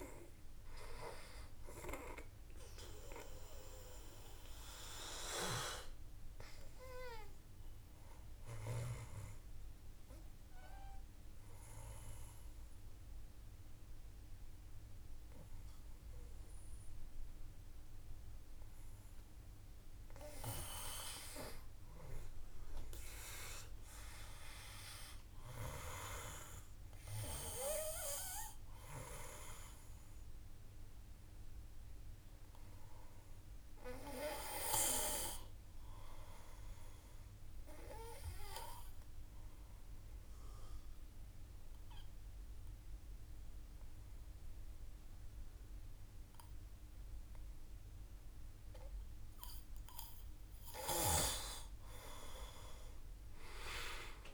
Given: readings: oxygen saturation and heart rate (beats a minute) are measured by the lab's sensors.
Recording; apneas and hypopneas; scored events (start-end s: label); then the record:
breathing in sleep by a room microphone; 2
0.00-17.50 s: oxygen desaturation (device-marked, oxygen 90% lowest, heart rate 51 extreme)
2.00-18.00 s: obstructive apnea (oxygen 96% before, 90% lowest, heart rate 56 before, 51 extreme, up 6 after)
21.50-24.50 s: arousal
30.00-49.00 s: obstructive apnea (oxygen 98% before, 91% lowest, heart rate 55 before, 52 extreme, up 5 after)
51.00-54.34 s: arousal
From the record:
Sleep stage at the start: N2 (light sleep); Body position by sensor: on the back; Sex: male